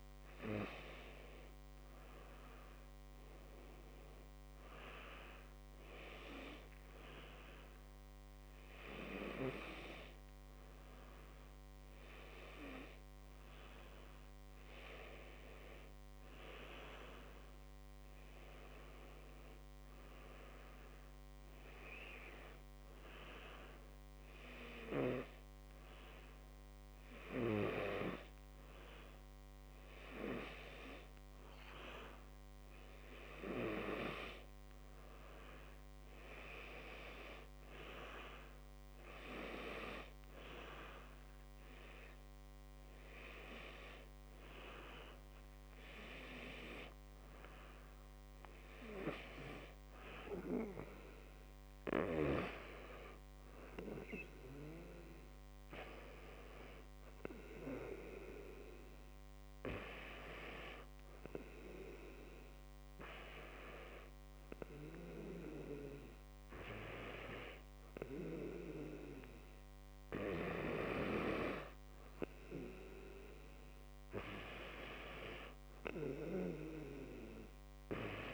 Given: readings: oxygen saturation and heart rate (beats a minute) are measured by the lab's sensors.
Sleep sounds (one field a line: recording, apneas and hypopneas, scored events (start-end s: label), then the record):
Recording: breathing in sleep by a microphone on the trachea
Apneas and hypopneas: 1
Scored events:
0.00-4.00 s: oxygen desaturation (device-marked, oxygen 91% lowest, heart rate 59 extreme)
22.00-33.00 s: hypopnea (oxygen 93% before, 91% lowest, heart rate 63 before, 57 extreme, up 11 after)
40.00-43.50 s: arousal
From the record:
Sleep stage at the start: N2 (light sleep)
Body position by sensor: on the back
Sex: male